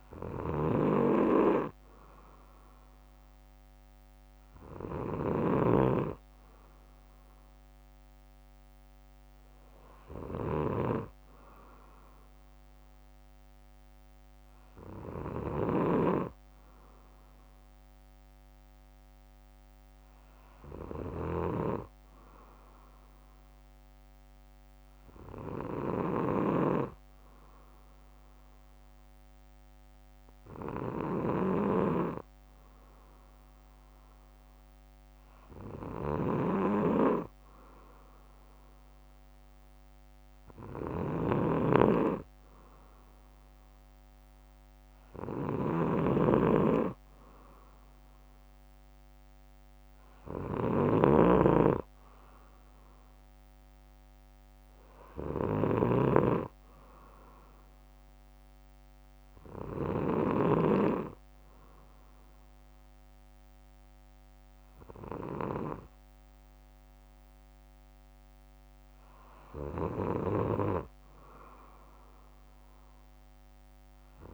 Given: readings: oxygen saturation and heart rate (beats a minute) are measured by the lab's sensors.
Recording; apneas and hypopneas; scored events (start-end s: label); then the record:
breathing in sleep by a microphone on the trachea; none
5.00-15.50 s: snoring (device-marked)
26.00-60.00 s: snoring (device-marked)
From the record:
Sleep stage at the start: N2 (light sleep); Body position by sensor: on the back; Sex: male